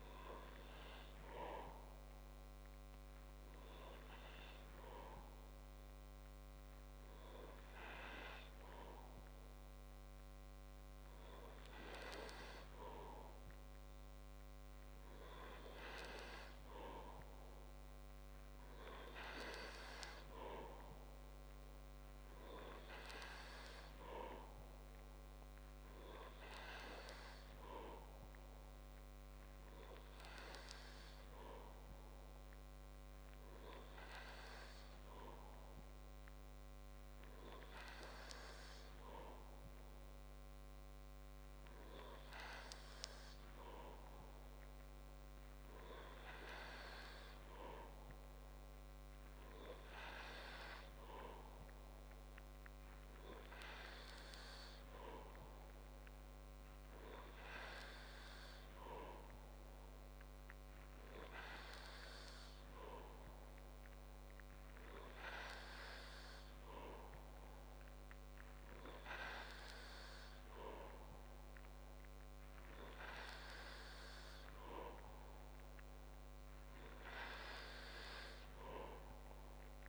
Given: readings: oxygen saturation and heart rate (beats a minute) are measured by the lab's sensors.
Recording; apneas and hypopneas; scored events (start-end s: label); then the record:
breathing in sleep by a microphone on the trachea; none
none scored
From the record:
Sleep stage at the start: N2 (light sleep); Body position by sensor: on the back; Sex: male